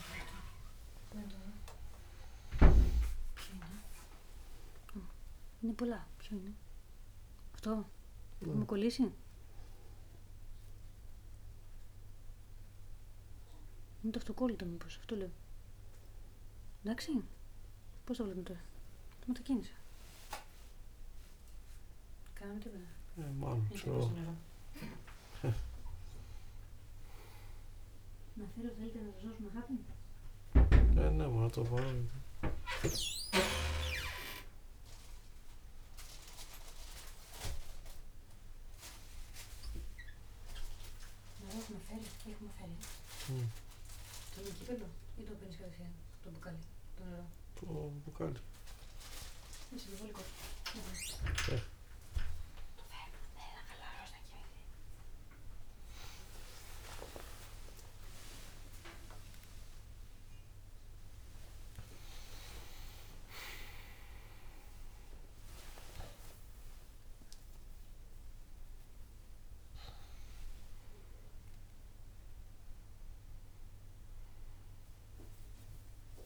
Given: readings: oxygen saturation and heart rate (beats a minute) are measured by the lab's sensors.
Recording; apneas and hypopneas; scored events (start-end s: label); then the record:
a person awake in a sleep study, by a room microphone; none
none scored
From the record:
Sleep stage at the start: awake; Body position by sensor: on the back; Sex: male